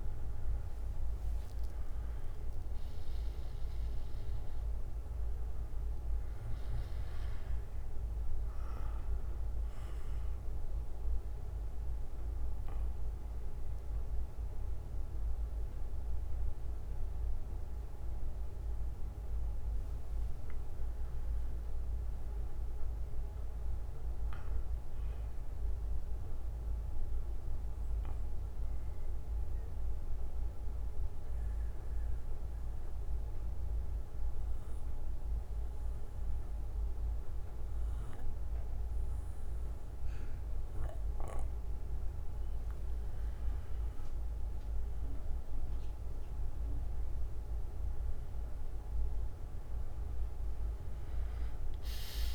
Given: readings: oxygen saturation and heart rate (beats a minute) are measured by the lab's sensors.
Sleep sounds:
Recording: breathing in sleep, hard to hear, by a room microphone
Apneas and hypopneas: 2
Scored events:
0.00-35.00 s: oxygen desaturation (device-marked, oxygen 91% lowest, heart rate 50 extreme)
8.00-19.00 s: bradycardia (device-marked, heart rate 60 before, 50 extreme)
11.00-21.00 s: mixed apnea (oxygen 99% before, 91% lowest, heart rate 66 before, 56 extreme, up 20 after)
22.00-24.50 s: arousal
27.00-37.00 s: bradycardia (device-marked, heart rate 60 before, 56 extreme)
27.50-43.00 s: obstructive apnea (oxygen 97% before, 91% lowest, heart rate 60 before, 56 extreme, up 15 after)
45.50-49.50 s: arousal
47.00-52.35 s: oxygen desaturation (device-marked, oxygen 98% before, 91% lowest, heart rate 59 before, 49 extreme)
From the record:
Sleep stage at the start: N2 (light sleep)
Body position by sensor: on the back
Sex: male

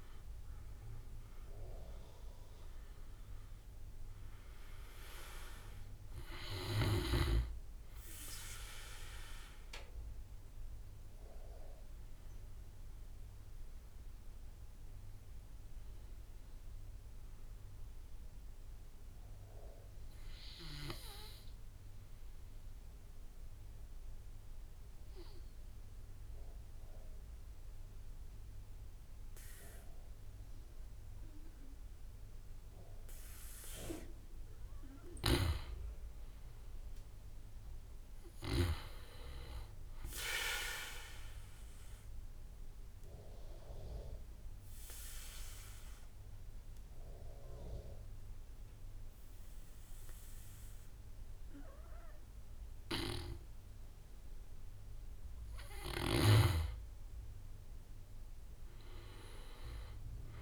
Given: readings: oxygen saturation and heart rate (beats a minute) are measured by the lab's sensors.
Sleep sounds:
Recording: breathing in sleep by a room microphone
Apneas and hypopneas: 2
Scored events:
0.00-16.00 s: drop in pulse transit time (device-marked, heart rate 54 before, 58 extreme)
0.00-24.00 s: oxygen desaturation (device-marked, oxygen 85% lowest, heart rate 47 extreme)
21.50-34.00 s: obstructive apnea (oxygen 94% before, 87% lowest, heart rate 60 before, 47 extreme, up 8 after)
35.00-38.00 s: arousal
41.00-55.00 s: oxygen desaturation (device-marked, oxygen 99% before, 90% lowest, heart rate 51 before, 50 extreme)
42.00-54.50 s: obstructive apnea (oxygen 100% before, 89% lowest, heart rate 51 before, 50 extreme, up 8 after)
57.00-60.00 s: arousal
From the record:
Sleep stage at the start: N2 (light sleep)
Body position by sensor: on the back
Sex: male

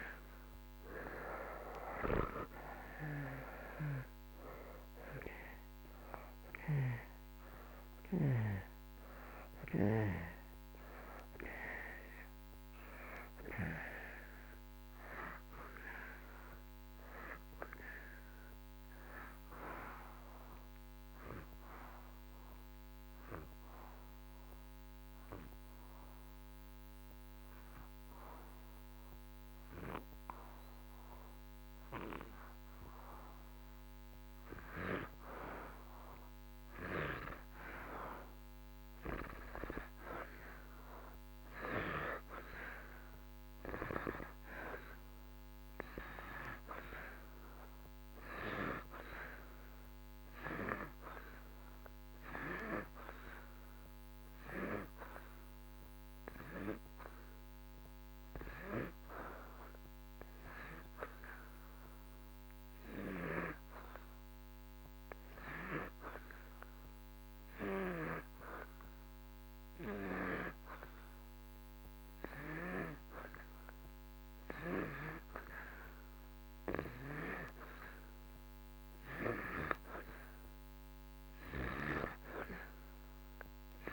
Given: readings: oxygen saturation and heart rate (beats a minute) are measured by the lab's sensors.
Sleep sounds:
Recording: breathing in sleep by a microphone on the trachea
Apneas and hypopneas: 2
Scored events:
1.50-36.50 s: oxygen desaturation (device-marked, oxygen 94% before, 84% lowest)
21.00-33.50 s: obstructive apnea (oxygen 94% before, 84% lowest)
37.50-42.50 s: arousal
47.50-67.50 s: oxygen desaturation (device-marked, oxygen 98% before, 85% lowest)
54.00-77.50 s: hypopnea (oxygen 98% before, 85% lowest)
77.50-83.93 s: oxygen desaturation (device-marked, oxygen 91% before, 86% lowest)
From the record:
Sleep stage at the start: N2 (light sleep)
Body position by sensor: on the back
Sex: male

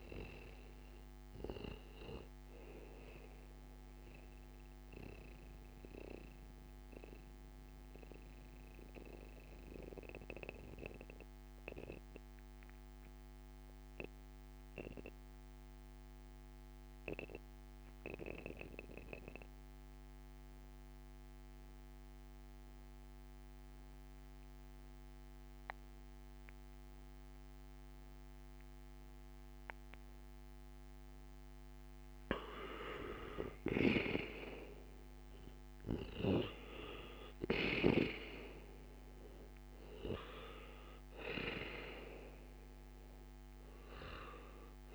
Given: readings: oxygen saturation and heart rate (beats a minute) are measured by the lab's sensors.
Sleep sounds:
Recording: breathing in sleep by a microphone on the trachea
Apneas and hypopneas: 1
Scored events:
0.00-26.00 s: oxygen desaturation (device-marked, oxygen 89% lowest, heart rate 56 extreme)
4.00-31.50 s: mixed apnea (oxygen 97% before, 88% lowest, heart rate 60 before, 56 extreme, up 5 after)
33.00-38.00 s: arousal
38.00-44.94 s: oxygen desaturation (device-marked, oxygen 98% before, 88% lowest, heart rate 57 before, 56 extreme)
From the record:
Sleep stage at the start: N2 (light sleep)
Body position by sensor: on the back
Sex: male

